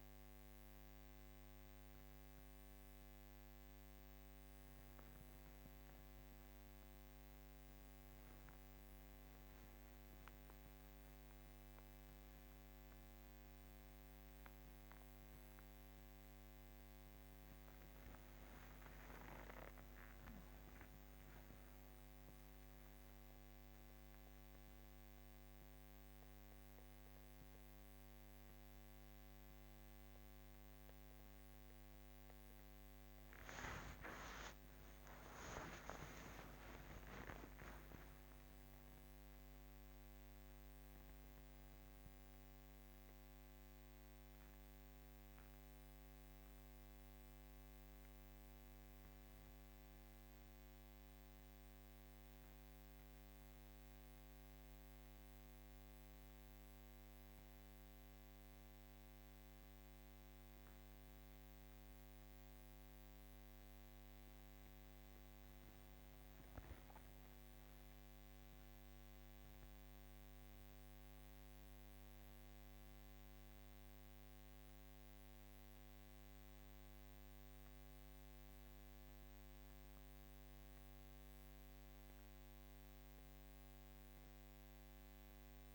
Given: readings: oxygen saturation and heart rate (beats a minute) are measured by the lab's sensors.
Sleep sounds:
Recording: breathing in sleep, hard to hear, by a microphone on the trachea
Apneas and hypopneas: none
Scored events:
33.00-37.50 s: arousal
From the record:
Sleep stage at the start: N1 (lightest sleep)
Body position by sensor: on the back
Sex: female

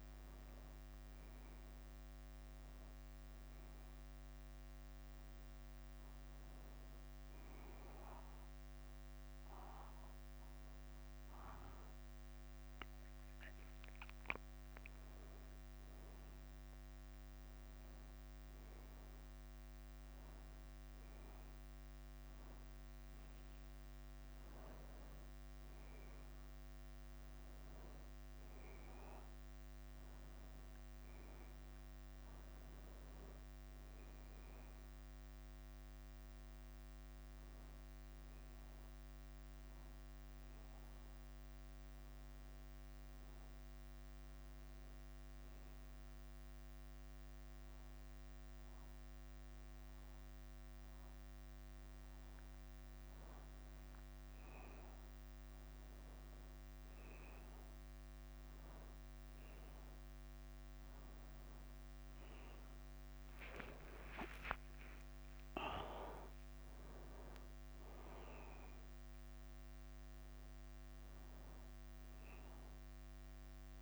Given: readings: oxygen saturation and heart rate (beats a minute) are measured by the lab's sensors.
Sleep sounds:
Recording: breathing in sleep, hard to hear, by a microphone on the trachea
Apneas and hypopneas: 2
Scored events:
0.00-8.50 s: bradycardia (device-marked, heart rate 46 extreme)
1.50-13.00 s: hypopnea (oxygen 99% before, 95% lowest, heart rate 55 before, 47 extreme, up 6 after)
12.50-73.82 s: bradycardia (device-marked, heart rate 54 before, 43 extreme)
14.50-18.50 s: arousal
42.50-53.50 s: hypopnea (oxygen 98% before, 94% lowest, heart rate 55 before, 53 extreme, up 2 after)
60.50-65.00 s: arousal
From the record:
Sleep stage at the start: N1 (lightest sleep)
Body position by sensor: on the back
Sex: male

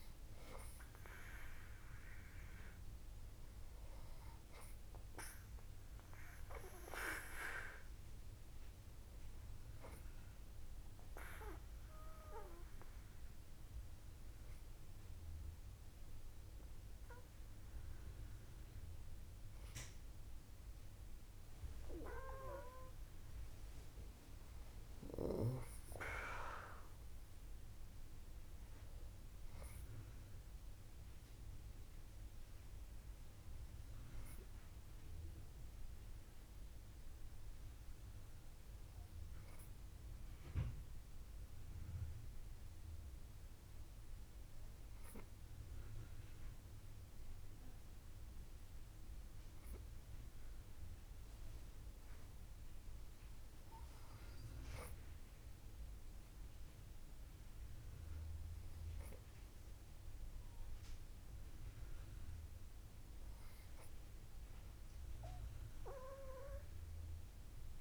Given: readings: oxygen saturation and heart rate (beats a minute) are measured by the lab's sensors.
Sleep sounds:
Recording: breathing in sleep by a room microphone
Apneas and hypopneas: 2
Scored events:
10.50-22.50 s: obstructive apnea (oxygen 99% before, 96% lowest, heart rate 76 before, 57 extreme, up 7 after)
24.50-28.50 s: arousal
34.50-54.00 s: obstructive apnea (oxygen 99% before, 96% lowest, heart rate 67 before, 60 extreme, up 3 after)
56.00-59.50 s: arousal
From the record:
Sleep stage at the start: N2 (light sleep)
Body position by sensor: on the back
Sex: female

